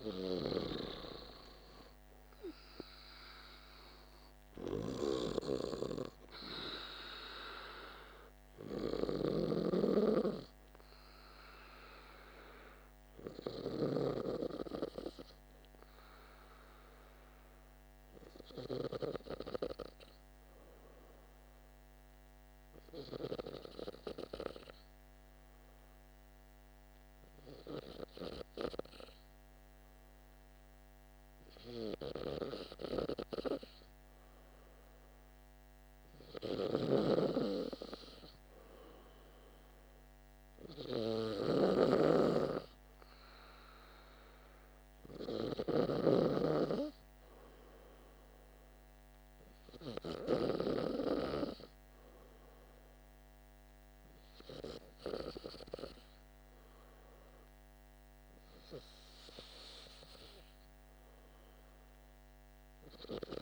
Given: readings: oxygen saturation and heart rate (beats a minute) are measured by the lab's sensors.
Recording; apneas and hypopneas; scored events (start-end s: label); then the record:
breathing in sleep by a microphone on the trachea; none
36.00-45.50 s: snoring (device-marked)
From the record:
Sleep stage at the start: N2 (light sleep); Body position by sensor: on the back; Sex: male